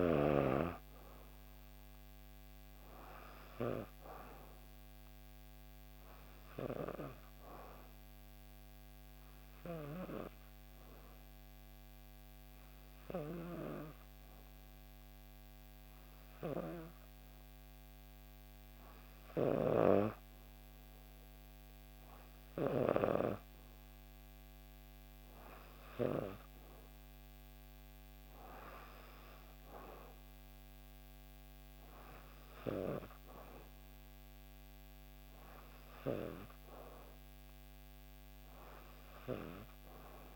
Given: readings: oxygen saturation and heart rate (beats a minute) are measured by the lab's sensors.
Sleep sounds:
breathing in sleep by a microphone on the trachea; 1
0.00-14.00 s: oxygen desaturation (device-marked, oxygen 90% lowest, heart rate 58 extreme)
5.50-17.50 s: obstructive apnea (oxygen 96% before, 90% lowest, heart rate 61 before, 58 extreme, up 1 after)
20.00-24.00 s: arousal
From the record:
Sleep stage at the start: N2 (light sleep); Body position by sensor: on the back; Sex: female

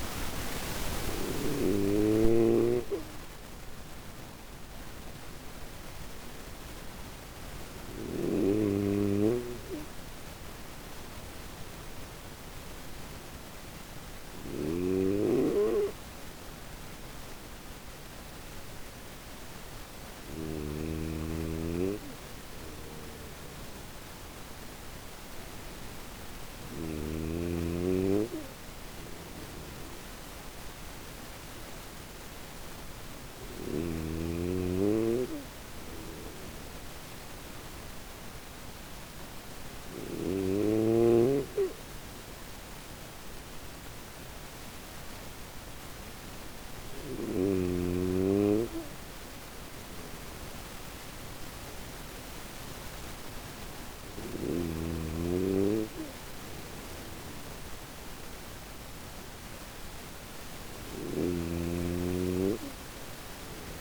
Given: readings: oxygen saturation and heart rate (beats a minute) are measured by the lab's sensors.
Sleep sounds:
breathing in sleep by a microphone on the trachea; none
5.00-63.81 s: new sleep stage, N3 (deep sleep)
13.00-19.50 s: snoring (device-marked)
21.50-26.00 s: snoring (device-marked)
28.00-33.00 s: snoring (device-marked)
35.00-39.50 s: snoring (device-marked)
55.50-63.81 s: snoring (device-marked)
From the record:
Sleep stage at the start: N1 (lightest sleep); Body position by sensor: on the back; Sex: male

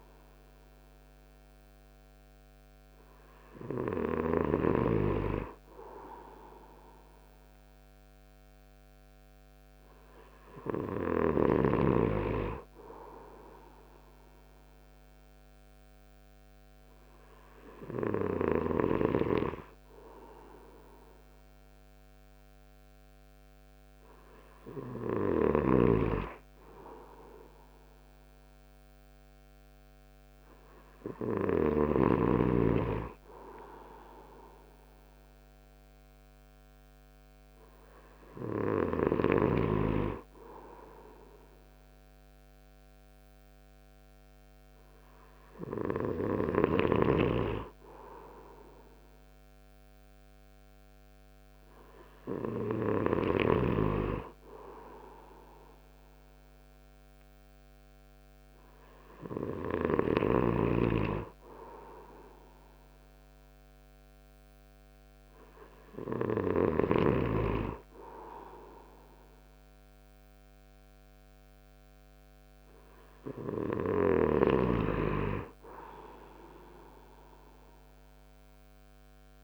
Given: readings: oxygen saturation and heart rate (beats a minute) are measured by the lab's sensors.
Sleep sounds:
breathing in sleep by a microphone on the trachea; none
25.50-32.00 s: snoring (device-marked)
From the record:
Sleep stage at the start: N2 (light sleep); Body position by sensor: on the right side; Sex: male

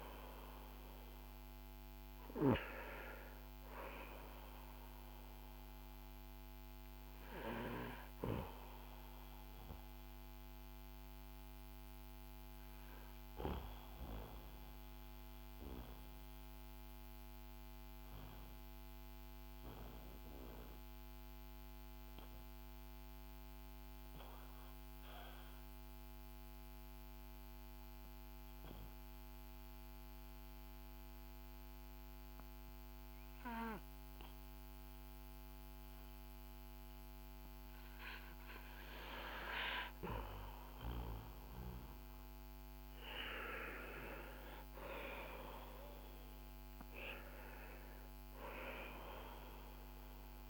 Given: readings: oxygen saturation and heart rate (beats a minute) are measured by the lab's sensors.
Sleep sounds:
breathing in sleep by a microphone on the trachea; 1
0.00-25.00 s: oxygen desaturation (device-marked, oxygen 88% lowest, heart rate 48 extreme)
8.00-42.00 s: obstructive apnea (oxygen 97% before, 88% lowest, heart rate 58 before, 46 extreme, up 6 after)
44.50-49.50 s: arousal
From the record:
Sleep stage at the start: N2 (light sleep); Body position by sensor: on the back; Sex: male

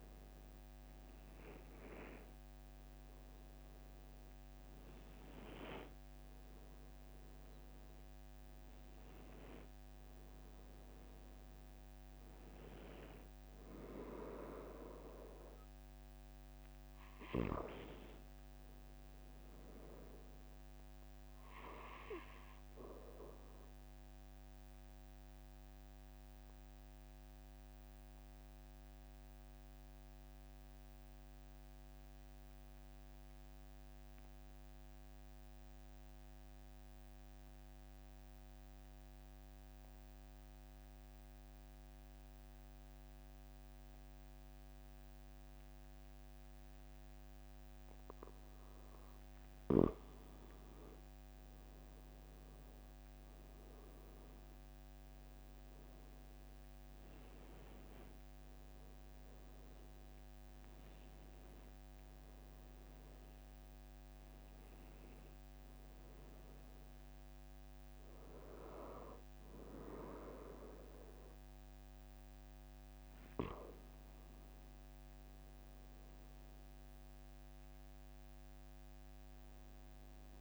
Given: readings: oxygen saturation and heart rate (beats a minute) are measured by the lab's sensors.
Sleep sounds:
breathing in sleep by a microphone on the trachea; 1
0.00-2.50 s: arousal
24.00-48.00 s: obstructive apnea (oxygen 96% before, 93% lowest, heart rate 46 before, 43 extreme, up 5 after)
50.50-55.00 s: arousal
From the record:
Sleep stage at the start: N2 (light sleep); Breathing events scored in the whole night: 240 in 4.3 hours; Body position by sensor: on the back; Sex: male

